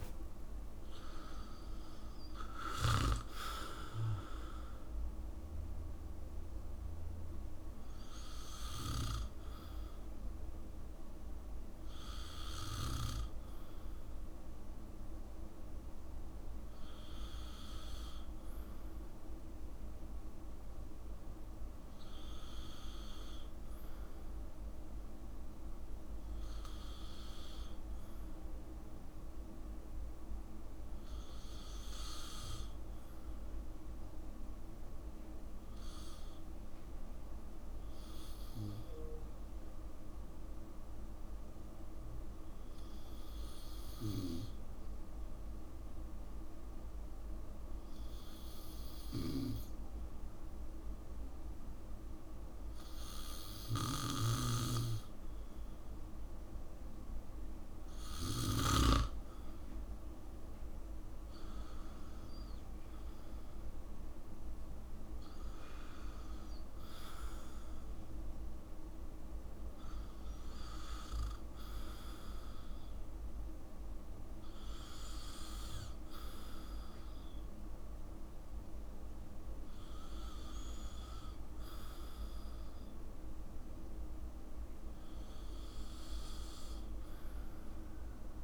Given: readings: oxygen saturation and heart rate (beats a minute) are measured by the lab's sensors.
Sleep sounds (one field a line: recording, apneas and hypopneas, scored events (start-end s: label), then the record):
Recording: breathing in sleep by a room microphone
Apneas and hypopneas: 1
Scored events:
0.00-2.00 s: long interval between heartbeats (device-marked, heart rate 59 before, 84 extreme)
29.00-32.50 s: arousal
36.00-53.00 s: obstructive apnea (oxygen 96% before, 93% lowest, heart rate 60 before, 54 extreme, up 9 after)
55.00-58.00 s: arousal
58.50-60.50 s: oxygen desaturation (device-marked, oxygen 97% before, 96% lowest, heart rate 59 before, 54 extreme)
From the record:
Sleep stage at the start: N2 (light sleep)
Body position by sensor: on the back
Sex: male